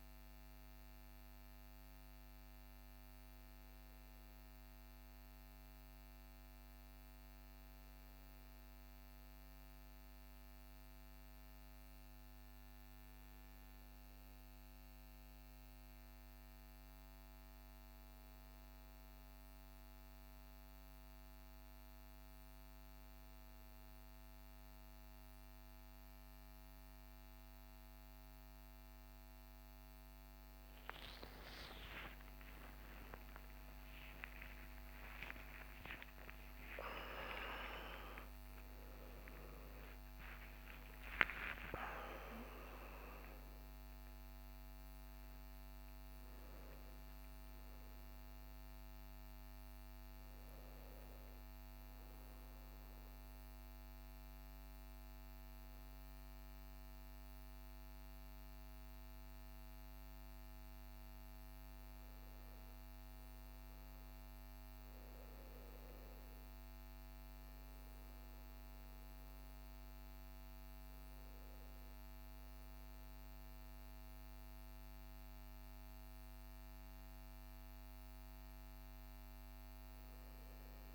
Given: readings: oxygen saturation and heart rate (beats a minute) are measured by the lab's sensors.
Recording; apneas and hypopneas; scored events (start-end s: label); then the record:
a person partly awake in a sleep study, by a microphone on the trachea; 1
17.00-47.00 s: new sleep stage, awake
47.00-80.95 s: new sleep stage, N1 (lightest sleep)
52.00-62.00 s: obstructive apnea (oxygen 95% before, 94% lowest, heart rate 115 before, 61 extreme, up 8 after)
64.50-69.50 s: arousal
70.00-80.00 s: oxygen desaturation (device-marked, oxygen 98% before, 94% lowest, heart rate 70 before, 64 extreme)
From the record:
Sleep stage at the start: N2 (light sleep); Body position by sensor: on the back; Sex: male